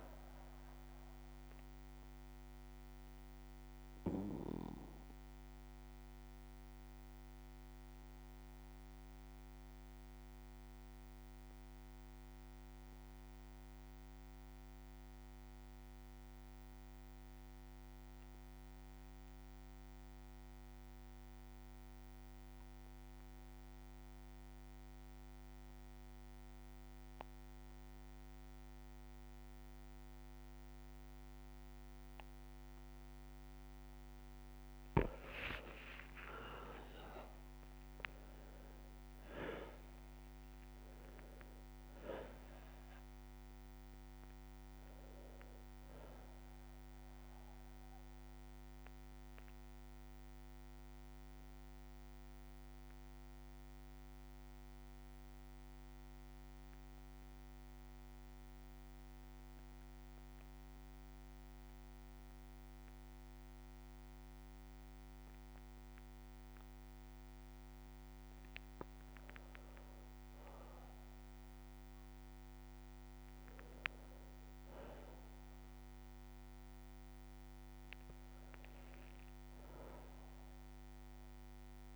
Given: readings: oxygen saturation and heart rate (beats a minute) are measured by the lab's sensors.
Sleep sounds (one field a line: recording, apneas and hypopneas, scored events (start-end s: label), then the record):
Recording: breathing in sleep by a microphone on the trachea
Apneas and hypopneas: 2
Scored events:
5.50-15.50 s: bradycardia (device-marked, heart rate 61 before, 57 extreme)
8.00-33.50 s: obstructive apnea (oxygen 98% before, 91% lowest, heart rate 61 before, 57 extreme, up 32 after)
19.00-21.00 s: long interval between heartbeats (device-marked, heart rate 60 before, 68 extreme)
28.50-31.50 s: bradycardia (device-marked, heart rate 61 before, 60 extreme)
30.50-60.50 s: oxygen desaturation (device-marked, oxygen 98% before, 91% lowest, heart rate 62 before, 57 extreme)
35.00-37.00 s: long interval between heartbeats (device-marked, heart rate 62 before, 68 extreme)
35.00-41.50 s: arousal
38.00-40.00 s: long interval between heartbeats (device-marked, heart rate 65 before, 88 extreme)
47.00-67.50 s: obstructive apnea (oxygen 98% before, 91% lowest, heart rate 70 before, 56 extreme, up 4 after)
51.50-53.50 s: long interval between heartbeats (device-marked, heart rate 71 before, 68 extreme)
54.50-63.50 s: bradycardia (device-marked, heart rate 62 before, 57 extreme)
69.00-73.50 s: arousal
77.50-79.50 s: long interval between heartbeats (device-marked, heart rate 60 before, 70 extreme)
From the record:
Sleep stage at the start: N2 (light sleep)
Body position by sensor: on the back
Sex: male